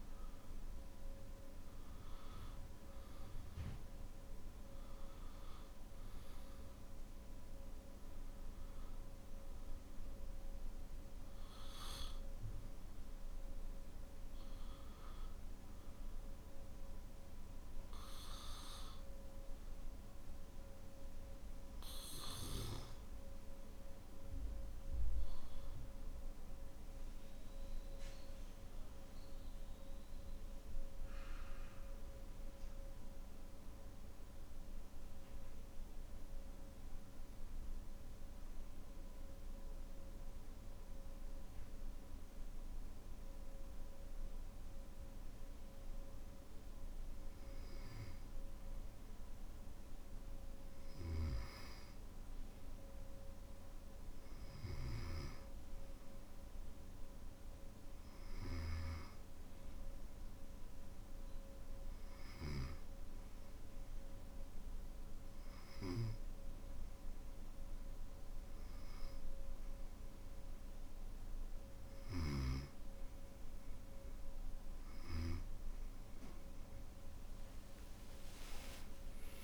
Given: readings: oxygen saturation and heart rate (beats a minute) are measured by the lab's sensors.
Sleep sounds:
breathing in sleep by a room microphone; 2
16.50-31.50 s: obstructive apnea (oxygen 96% before, 93% lowest, heart rate 67 before, 62 extreme, up 4 after)
34.50-37.50 s: arousal
54.00-73.00 s: hypopnea (oxygen 96% before, 94% lowest, heart rate 66 before, 60 extreme, up 13 after)
75.50-79.00 s: arousal
From the record:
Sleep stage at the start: N2 (light sleep); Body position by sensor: on the back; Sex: male

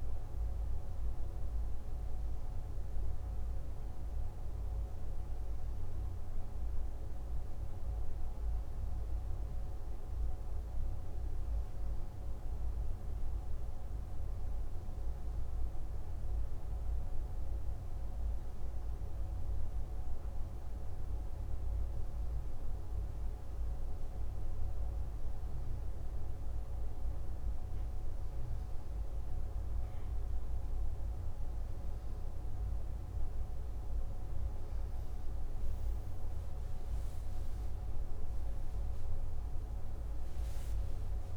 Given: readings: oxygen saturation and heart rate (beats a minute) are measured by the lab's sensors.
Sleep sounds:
breathing in sleep, hard to hear, by a room microphone; none
38.00-41.37 s: arousal
From the record:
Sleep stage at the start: N2 (light sleep); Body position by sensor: on the left side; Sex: male

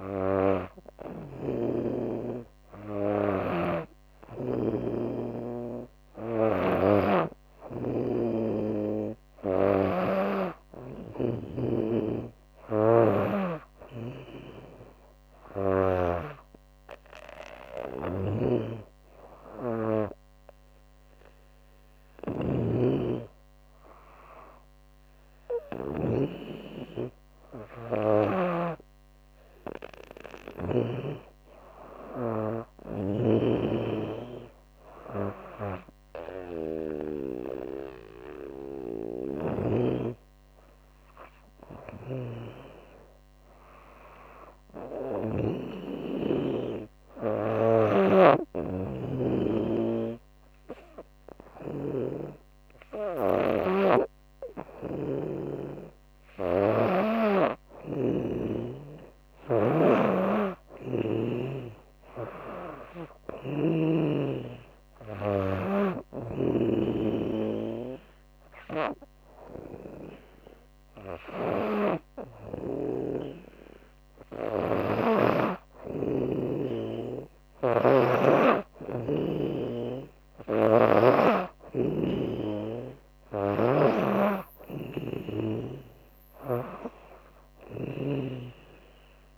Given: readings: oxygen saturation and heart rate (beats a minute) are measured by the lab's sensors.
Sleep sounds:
breathing in sleep by a microphone on the trachea; 2
2.50-9.00 s: snoring (device-marked)
11.00-15.00 s: snoring (device-marked)
17.00-25.00 s: snoring (device-marked)
41.00-44.50 s: snoring (device-marked)
46.50-54.00 s: snoring (device-marked)
46.50-57.00 s: obstructive apnea (oxygen 97% before, 95% lowest, heart rate 79 before, 76 extreme, up 7 after)
58.50-62.00 s: arousal
58.50-63.00 s: snoring (device-marked)
65.00-89.38 s: snoring (device-marked)
65.50-75.50 s: obstructive apnea (oxygen 97% before, 95% lowest, heart rate 78 before, 75 extreme, up 4 after)
78.00-82.50 s: arousal
From the record:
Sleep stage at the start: N2 (light sleep); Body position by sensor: on the back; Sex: female

